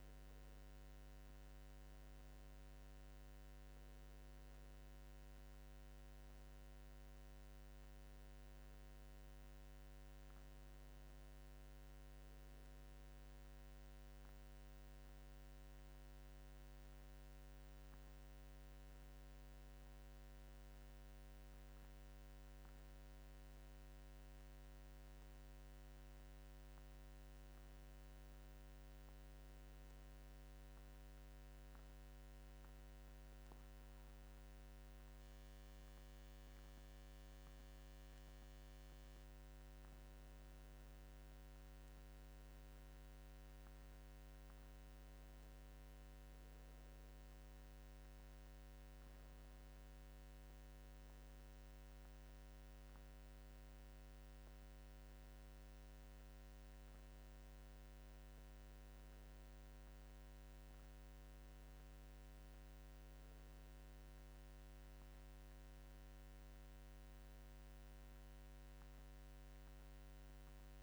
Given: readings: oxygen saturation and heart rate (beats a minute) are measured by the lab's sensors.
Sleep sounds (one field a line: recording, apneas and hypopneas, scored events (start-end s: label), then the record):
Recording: breathing in sleep, hard to hear, by a microphone on the trachea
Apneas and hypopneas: 1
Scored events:
0.00-18.00 s: oxygen desaturation (device-marked, oxygen 88% lowest, heart rate 62 extreme)
24.00-27.50 s: arousal
30.50-41.00 s: central apnea (oxygen 96% before, 91% lowest, heart rate 70 before, 68 extreme, up 6 after)
43.00-46.00 s: arousal
62.00-70.82 s: oxygen desaturation (device-marked, oxygen 94% before, 91% lowest, heart rate 75 before, 71 extreme)
From the record:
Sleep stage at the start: N2 (light sleep)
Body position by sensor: on the back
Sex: male